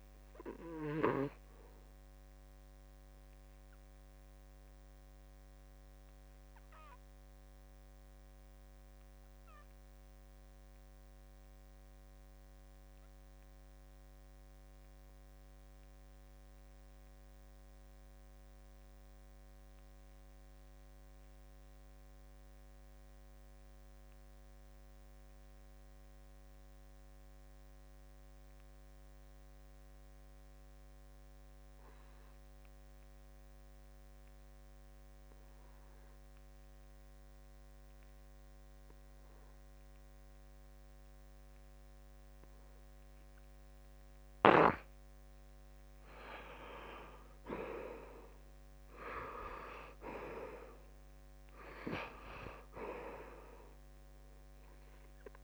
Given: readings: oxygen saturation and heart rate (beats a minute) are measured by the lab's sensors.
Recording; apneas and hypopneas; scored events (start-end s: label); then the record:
breathing in sleep by a microphone on the trachea; 1
0.00-19.50 s: oxygen desaturation (device-marked, oxygen 77% lowest, heart rate 62 extreme)
3.50-44.50 s: obstructive apnea (oxygen 96% before, 75% lowest, heart rate 74 before, 62 extreme, up 6 after)
18.50-20.50 s: long interval between heartbeats (device-marked, heart rate 69 before, 68 extreme)
28.50-55.44 s: oxygen desaturation (device-marked, oxygen 97% before, 75% lowest, heart rate 67 before, 65 extreme)
47.00-51.00 s: arousal
From the record:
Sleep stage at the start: N2 (light sleep); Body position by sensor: on the back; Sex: male